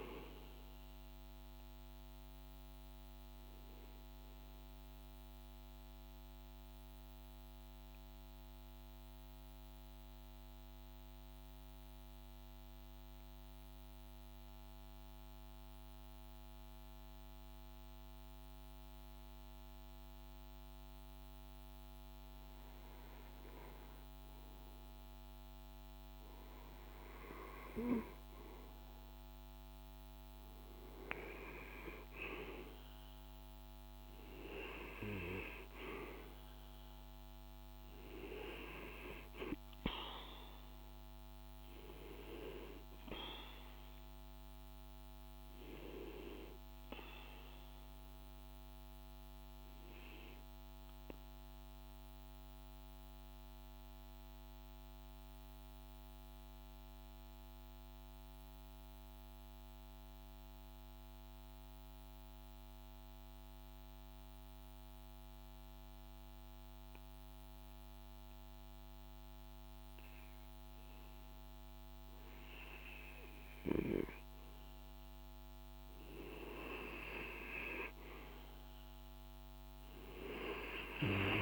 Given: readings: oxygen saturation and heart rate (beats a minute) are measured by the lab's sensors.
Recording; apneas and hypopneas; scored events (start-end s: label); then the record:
breathing in sleep by a microphone on the trachea; 2
0.00-11.50 s: oxygen desaturation (device-marked, oxygen 92% lowest, heart rate 52 extreme)
6.00-20.00 s: hypopnea (oxygen 96% before, 93% lowest, heart rate 54 before, 52 extreme, up 2 after)
22.00-26.00 s: arousal
27.50-53.50 s: oxygen desaturation (device-marked, oxygen 98% before, 93% lowest, heart rate 53 before, 52 extreme)
52.00-69.00 s: mixed apnea (oxygen 98% before, 91% lowest, heart rate 54 before, 52 extreme, up 1 after)
72.50-81.42 s: oxygen desaturation (device-marked, oxygen 98% before, 91% lowest, heart rate 53 before, 52 extreme)
From the record:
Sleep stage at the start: N2 (light sleep); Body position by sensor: on the right side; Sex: male